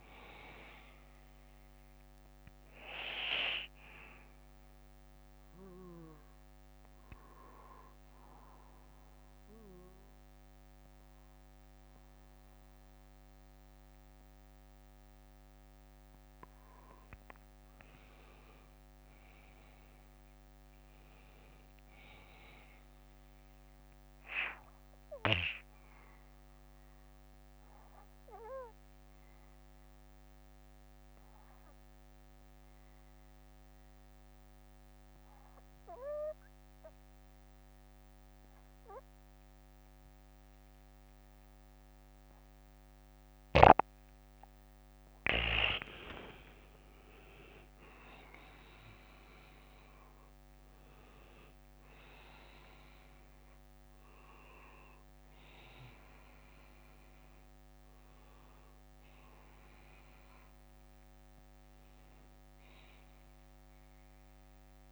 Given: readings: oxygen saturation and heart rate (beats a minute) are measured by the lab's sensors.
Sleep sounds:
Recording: breathing in sleep by a microphone on the trachea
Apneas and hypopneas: 2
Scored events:
0.50-8.50 s: bradycardia (device-marked, heart rate 60 before, 54 extreme)
2.00-16.00 s: central apnea (oxygen 97% before, 92% lowest, heart rate 64 before, 49 extreme, up 17 after)
10.50-13.50 s: bradycardia (device-marked, heart rate 60 before, 56 extreme)
10.50-23.50 s: oxygen desaturation (device-marked, oxygen 97% before, 92% lowest, heart rate 64 before, 49 extreme)
14.50-17.50 s: bradycardia (device-marked, heart rate 60 before, 56 extreme)
18.00-21.50 s: arousal
23.50-39.50 s: bradycardia (device-marked, heart rate 60 before, 49 extreme)
24.50-46.50 s: mixed apnea (oxygen 97% before, 92% lowest, heart rate 59 before, 48 extreme, up 16 after)
40.50-43.50 s: bradycardia (device-marked, heart rate 60 before, 53 extreme)
44.50-46.50 s: bradycardia (device-marked, heart rate 60 before, 53 extreme)
48.00-53.50 s: arousal
59.50-63.50 s: oxygen desaturation (device-marked, oxygen 95% before, 92% lowest, heart rate 61 before, 48 extreme)
61.50-64.92 s: bradycardia (device-marked, heart rate 60 before, 48 extreme)
From the record:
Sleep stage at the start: N2 (light sleep)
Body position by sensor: on the back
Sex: male

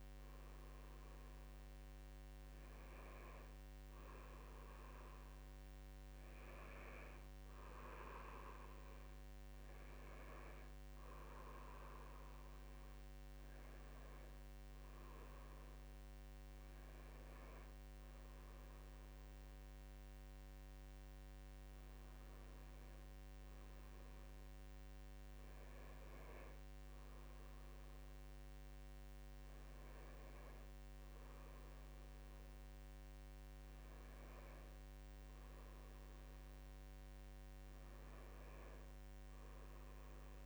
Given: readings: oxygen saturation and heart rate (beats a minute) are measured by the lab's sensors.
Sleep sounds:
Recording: breathing in sleep by a microphone on the trachea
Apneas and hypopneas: none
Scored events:
16.00-40.46 s: new sleep stage, N1 (lightest sleep)
From the record:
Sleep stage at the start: N2 (light sleep)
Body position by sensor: on the back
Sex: male

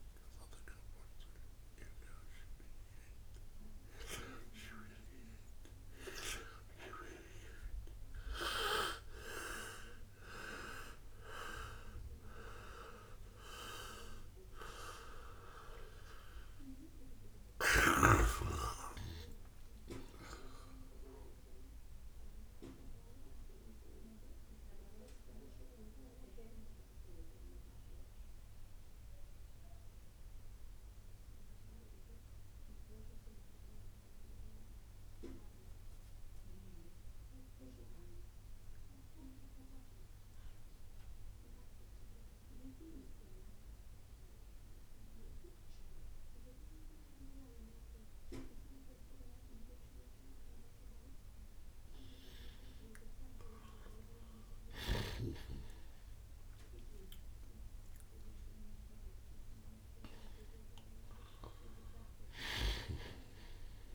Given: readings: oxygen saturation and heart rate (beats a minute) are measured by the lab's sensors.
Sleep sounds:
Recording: a person partly awake in a sleep study, by a room microphone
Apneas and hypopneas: 1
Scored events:
2.00-62.00 s: new sleep stage, N1 (lightest sleep)
22.50-52.00 s: central apnea (oxygen 97% before, 89% lowest, heart rate 66 before, 60 extreme, up 6 after)
55.50-59.00 s: arousal
62.00-63.95 s: new sleep stage, N2 (light sleep)
From the record:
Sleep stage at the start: awake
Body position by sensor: on the right side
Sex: male

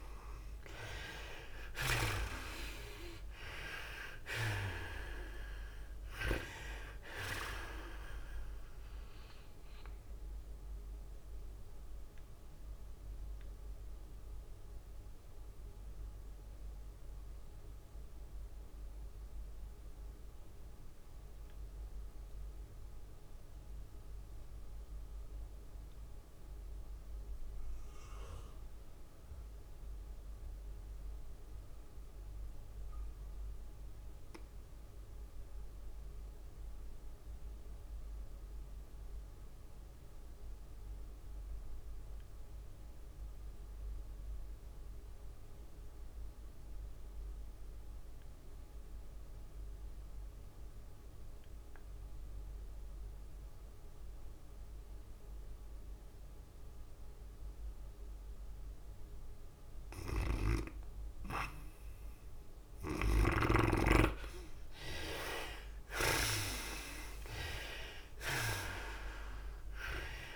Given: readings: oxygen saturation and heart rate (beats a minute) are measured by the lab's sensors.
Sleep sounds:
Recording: breathing in sleep by a room microphone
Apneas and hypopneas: 1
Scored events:
0.00-2.00 s: arousal
0.00-19.00 s: oxygen desaturation (device-marked, oxygen 68% lowest, heart rate 98 extreme)
0.00-34.00 s: tachycardia (device-marked, heart rate 117 extreme)
3.00-16.00 s: drop in pulse transit time (device-marked, heart rate 105 before, 109 extreme)
11.50-59.00 s: obstructive apnea (oxygen 98% before, 59% lowest, heart rate 108 before, 58 extreme, up 1 after)
24.00-70.36 s: oxygen desaturation (device-marked, oxygen 98% before, 59% lowest, heart rate 111 before, 58 extreme)
65.50-70.00 s: arousal
68.00-70.36 s: drop in pulse transit time (device-marked, heart rate 77 before, 81 extreme)
68.00-70.36 s: tachycardia (device-marked, heart rate 105 before, 119 extreme)
From the record:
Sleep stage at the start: REM sleep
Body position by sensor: on the back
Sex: female

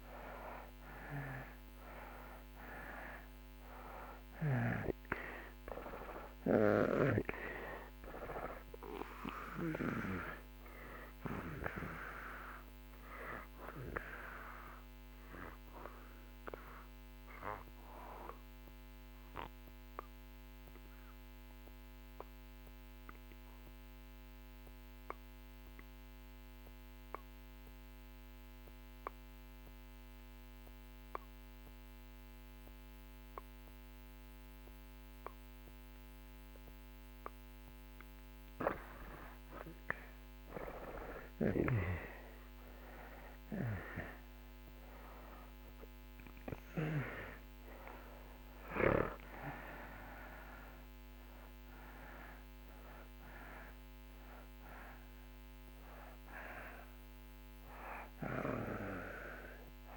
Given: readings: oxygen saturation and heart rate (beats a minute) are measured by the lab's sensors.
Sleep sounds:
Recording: breathing in sleep by a microphone on the trachea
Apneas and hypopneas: 1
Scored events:
0.00-29.50 s: oxygen desaturation (device-marked, oxygen 80% lowest)
15.50-36.50 s: obstructive apnea (oxygen 96% before, 77% lowest)
39.00-44.00 s: arousal
40.50-59.97 s: oxygen desaturation (device-marked, oxygen 97% before, 77% lowest)
From the record:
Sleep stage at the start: N2 (light sleep)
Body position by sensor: on the back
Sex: male

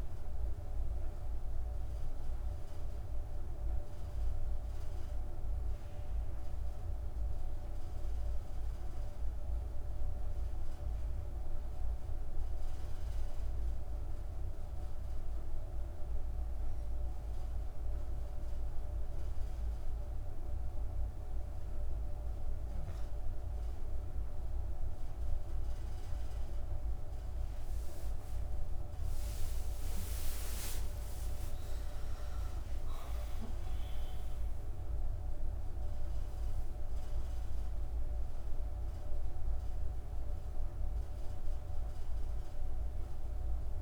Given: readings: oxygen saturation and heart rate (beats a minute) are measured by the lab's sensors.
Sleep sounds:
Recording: breathing in sleep, hard to hear, by a room microphone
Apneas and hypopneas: 1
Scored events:
8.50-24.50 s: hypopnea (oxygen 97% before, 94% lowest, heart rate 112 before, 45 extreme)
27.00-32.00 s: arousal
36.50-43.82 s: new sleep stage, N1 (lightest sleep)
From the record:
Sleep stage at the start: N2 (light sleep)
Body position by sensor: on the back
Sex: female

